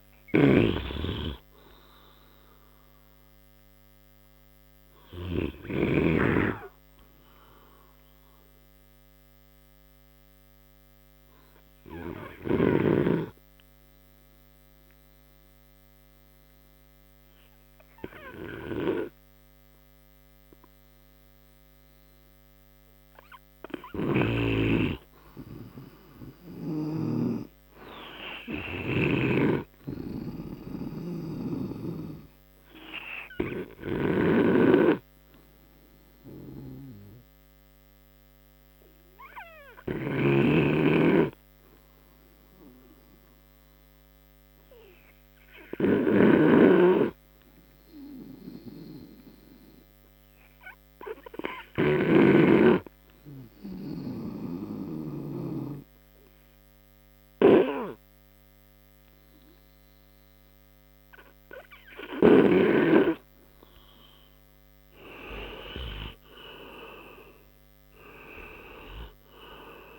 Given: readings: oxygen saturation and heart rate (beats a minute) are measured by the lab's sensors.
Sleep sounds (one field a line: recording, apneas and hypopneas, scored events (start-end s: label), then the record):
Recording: breathing in sleep by a microphone on the trachea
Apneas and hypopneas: 2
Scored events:
0.00-9.00 s: oxygen desaturation (device-marked, oxygen 90% lowest)
3.50-24.00 s: obstructive apnea (oxygen 94% before, 90% lowest)
26.00-28.50 s: arousal
35.50-63.00 s: obstructive apnea (oxygen 98% before, 91% lowest)
37.00-39.00 s: oxygen desaturation (device-marked, oxygen 98% before, 94% lowest)
40.50-53.00 s: snoring (device-marked)
45.00-50.00 s: oxygen desaturation (device-marked, oxygen 97% before, 91% lowest)
56.00-63.00 s: oxygen desaturation (device-marked, oxygen 95% before, 93% lowest)
64.50-67.50 s: arousal
From the record:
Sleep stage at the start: N2 (light sleep)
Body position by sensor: on the right side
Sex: male